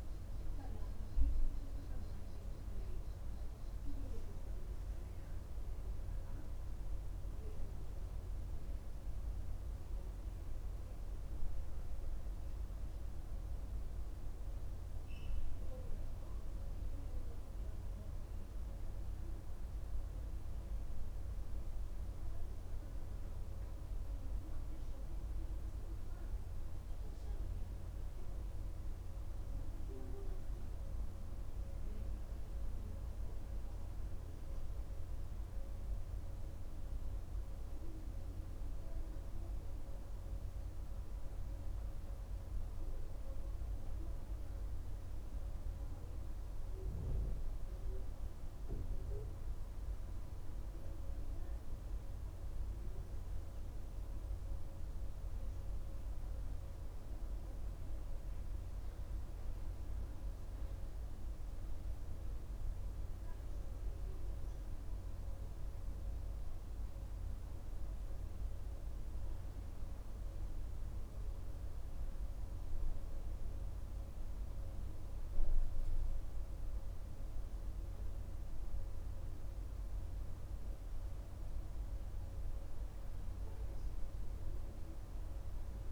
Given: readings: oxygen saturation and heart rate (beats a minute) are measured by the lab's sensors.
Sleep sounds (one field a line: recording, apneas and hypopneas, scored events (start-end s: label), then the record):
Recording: breathing in sleep, hard to hear, by a room microphone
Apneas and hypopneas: none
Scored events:
none scored
From the record:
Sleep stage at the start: N2 (light sleep)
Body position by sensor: on the right side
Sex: male